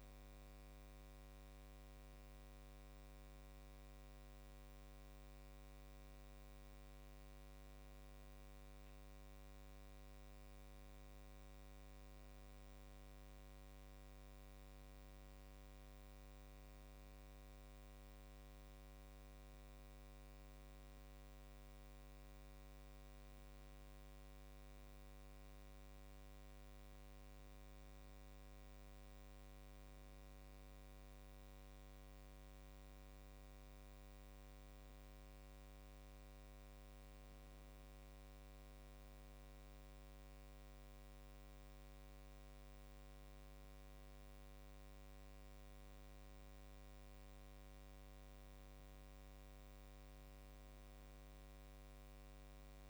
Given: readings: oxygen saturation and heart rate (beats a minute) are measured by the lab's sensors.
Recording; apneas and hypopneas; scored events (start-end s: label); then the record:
a person awake in a sleep study, hard to hear, by a microphone on the trachea; none
none scored
From the record:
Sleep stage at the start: awake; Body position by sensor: on the back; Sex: male